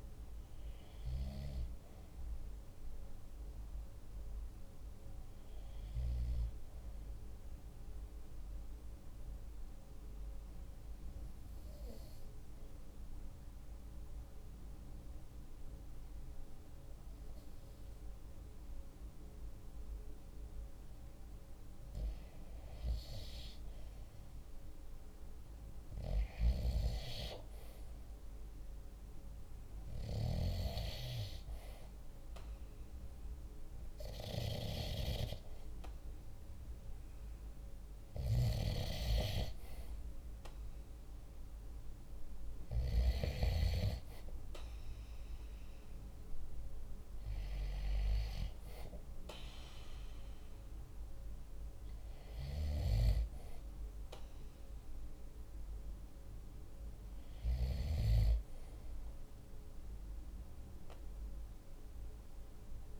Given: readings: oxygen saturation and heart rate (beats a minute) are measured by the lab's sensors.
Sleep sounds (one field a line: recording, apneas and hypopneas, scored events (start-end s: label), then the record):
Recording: breathing in sleep by a room microphone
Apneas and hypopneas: 1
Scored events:
5.50-20.50 s: obstructive apnea (oxygen 97% before, 94% lowest, heart rate 47 before, 45 extreme, up 0 after)
22.00-26.00 s: arousal
30.50-47.50 s: oxygen desaturation (device-marked, oxygen 97% before, 94% lowest, heart rate 47 before, 45 extreme)
56.00-59.50 s: arousal
From the record:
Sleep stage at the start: N2 (light sleep)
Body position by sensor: on the right side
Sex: male